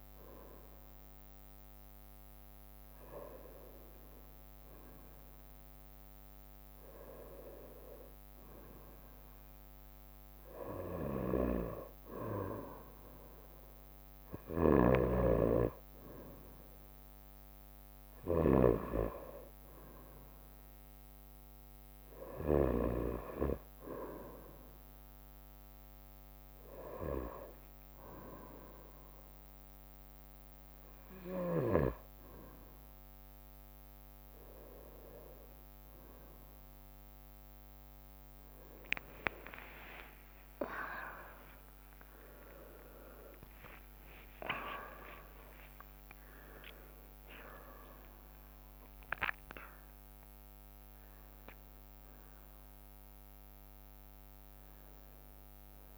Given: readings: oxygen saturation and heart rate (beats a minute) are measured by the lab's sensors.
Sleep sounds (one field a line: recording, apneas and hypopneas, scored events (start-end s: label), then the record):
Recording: breathing in sleep by a microphone on the trachea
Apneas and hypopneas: none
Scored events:
14.50-23.00 s: snoring (device-marked)
37.00-46.00 s: tachycardia (device-marked, heart rate 70 before, 142 extreme)
39.50-41.50 s: long interval between heartbeats (device-marked, heart rate 66 before, 88 extreme)
40.00-45.00 s: arousal
41.50-43.50 s: long interval between heartbeats (device-marked, heart rate 69 before, 118 extreme)
45.00-47.00 s: long interval between heartbeats (device-marked, heart rate 81 before, 112 extreme)
From the record:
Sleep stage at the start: N1 (lightest sleep)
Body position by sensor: on the right side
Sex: female